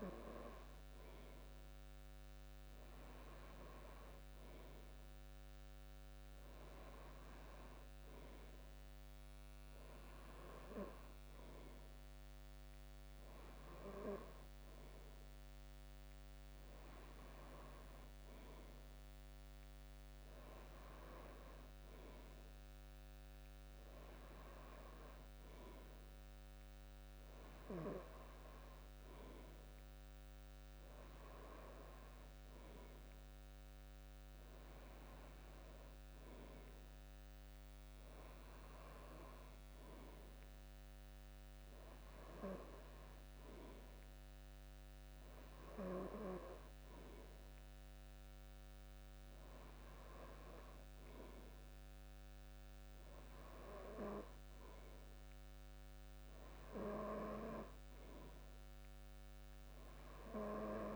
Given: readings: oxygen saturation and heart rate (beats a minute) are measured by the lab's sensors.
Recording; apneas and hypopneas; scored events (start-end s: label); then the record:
breathing in sleep by a microphone on the trachea; none
none scored
From the record:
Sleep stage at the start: N2 (light sleep); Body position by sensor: on the back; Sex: male